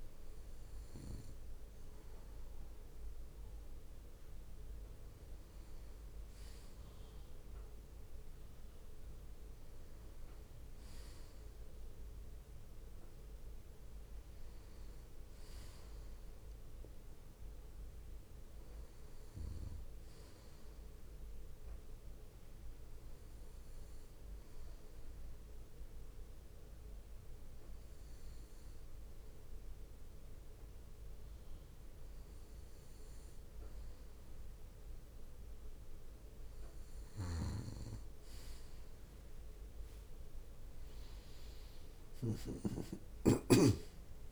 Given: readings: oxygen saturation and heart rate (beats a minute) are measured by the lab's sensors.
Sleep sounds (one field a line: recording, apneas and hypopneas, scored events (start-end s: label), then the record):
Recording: breathing in sleep by a room microphone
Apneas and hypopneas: 1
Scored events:
16.50-20.00 s: arousal
22.00-33.00 s: hypopnea (oxygen 95% before, 93% lowest, heart rate 67 before, 59 extreme, up 7 after)
40.00-44.32 s: arousal
From the record:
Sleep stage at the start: N2 (light sleep)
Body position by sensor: on the back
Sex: male